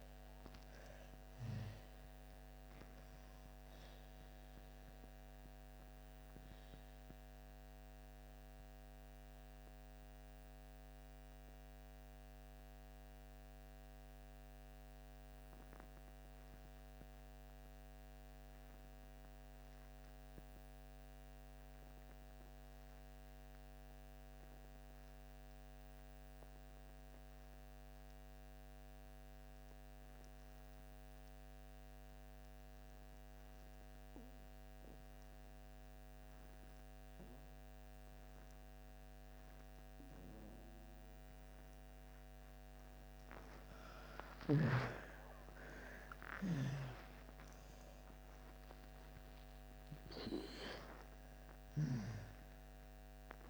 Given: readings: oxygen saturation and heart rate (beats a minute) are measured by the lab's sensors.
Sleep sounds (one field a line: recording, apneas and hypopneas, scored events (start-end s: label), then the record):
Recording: breathing in sleep by a microphone on the trachea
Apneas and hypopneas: 1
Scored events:
0.00-23.00 s: oxygen desaturation (device-marked, oxygen 72% lowest)
5.50-42.00 s: mixed apnea (oxygen 98% before, 69% lowest)
36.00-53.50 s: oxygen desaturation (device-marked, oxygen 97% before, 69% lowest)
44.00-49.50 s: arousal
From the record:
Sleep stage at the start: REM sleep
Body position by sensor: on the back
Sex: female